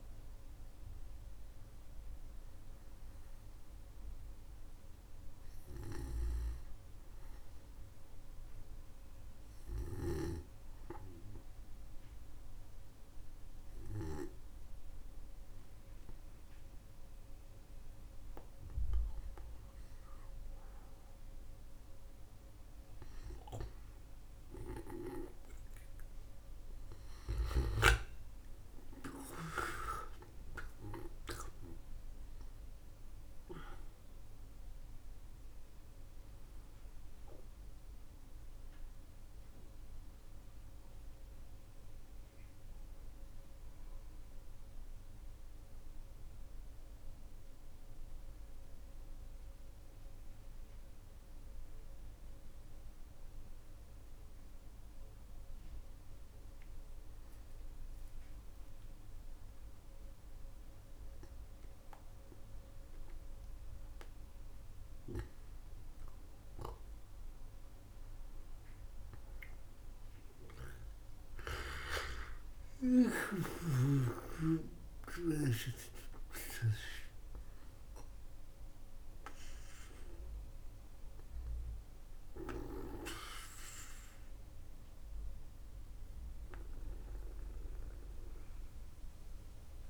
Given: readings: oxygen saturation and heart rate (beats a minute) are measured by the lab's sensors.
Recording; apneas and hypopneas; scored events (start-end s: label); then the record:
breathing in sleep by a room microphone; 2
0.00-16.50 s: oxygen desaturation (device-marked, oxygen 91% lowest, heart rate 47 extreme)
7.50-19.00 s: obstructive apnea (oxygen 97% before, 91% lowest, heart rate 65 before, 45 extreme, up 21 after)
22.00-28.00 s: arousal
48.50-78.50 s: new sleep stage, N2 (light sleep)
52.00-64.00 s: hypopnea (oxygen 99% before, 96% lowest, heart rate 55 before, 51 extreme, up 19 after)
66.50-71.00 s: arousal
78.50-89.90 s: new sleep stage, N1 (lightest sleep)
From the record:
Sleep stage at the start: N1 (lightest sleep); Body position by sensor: on the back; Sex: male